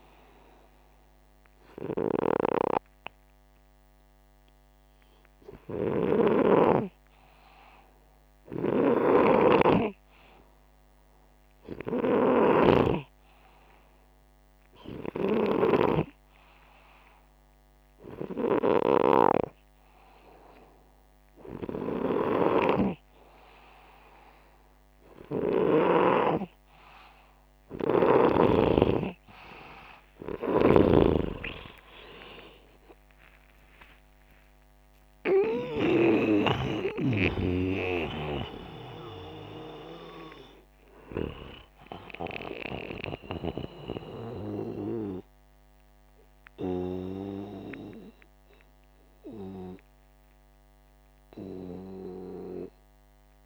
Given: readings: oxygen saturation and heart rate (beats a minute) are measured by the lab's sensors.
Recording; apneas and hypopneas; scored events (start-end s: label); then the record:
breathing in sleep by a microphone on the trachea; none
5.50-15.50 s: snoring (device-marked)
29.50-35.00 s: arousal
From the record:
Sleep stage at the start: N2 (light sleep); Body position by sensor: upright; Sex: male